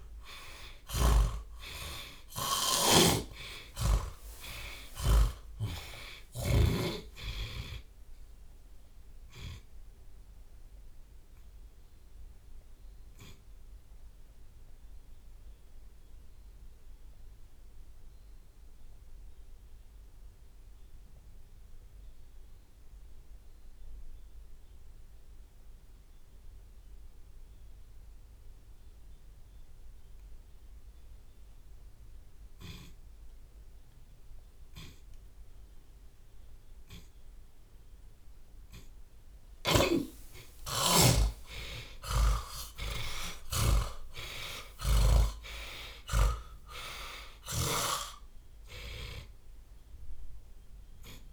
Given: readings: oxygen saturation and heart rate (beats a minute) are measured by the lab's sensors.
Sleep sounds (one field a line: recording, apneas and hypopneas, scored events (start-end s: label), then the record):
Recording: breathing in sleep by a room microphone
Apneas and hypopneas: 1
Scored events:
0.00-3.50 s: arousal
0.50-4.00 s: snoring (device-marked)
1.50-13.50 s: oxygen desaturation (device-marked, oxygen 96% before, 92% lowest)
2.50-10.50 s: drop in pulse transit time (device-marked, heart rate 137 before, 39 extreme)
4.50-6.50 s: long interval between heartbeats (device-marked, heart rate 127 before, 56 extreme)
10.00-31.50 s: obstructive apnea (oxygen 96% before, 78% lowest)
23.50-47.50 s: oxygen desaturation (device-marked, oxygen 97% before, 78% lowest)
39.00-41.00 s: long interval between heartbeats (device-marked)
41.00-47.00 s: arousal
43.50-45.50 s: long interval between heartbeats (device-marked)
From the record:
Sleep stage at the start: N2 (light sleep)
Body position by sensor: on the back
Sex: male